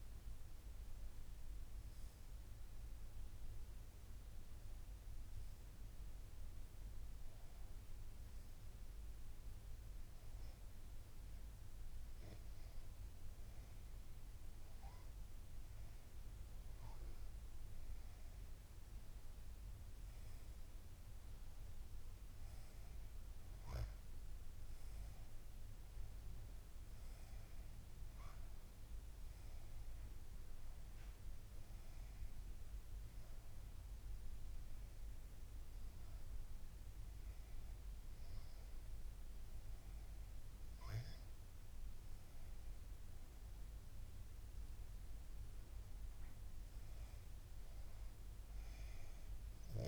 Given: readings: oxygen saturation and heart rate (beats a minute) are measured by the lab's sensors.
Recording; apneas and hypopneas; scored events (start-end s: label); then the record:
breathing in sleep, hard to hear, by a room microphone; none
none scored
From the record:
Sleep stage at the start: N2 (light sleep); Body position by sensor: on the back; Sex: female